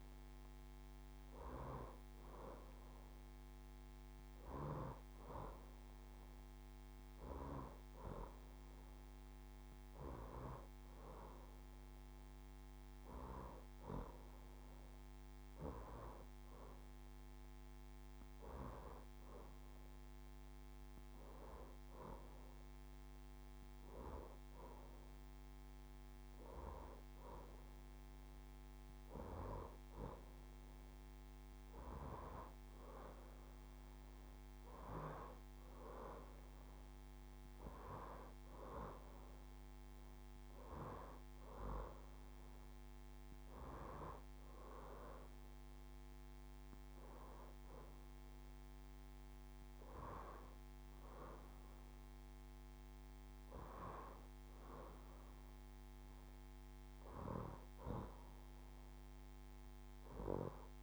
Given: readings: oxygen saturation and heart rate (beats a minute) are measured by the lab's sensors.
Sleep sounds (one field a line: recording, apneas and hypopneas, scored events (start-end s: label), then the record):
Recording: breathing in sleep by a microphone on the trachea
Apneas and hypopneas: none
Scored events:
none scored
From the record:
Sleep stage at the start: N2 (light sleep)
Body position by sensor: on the left side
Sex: female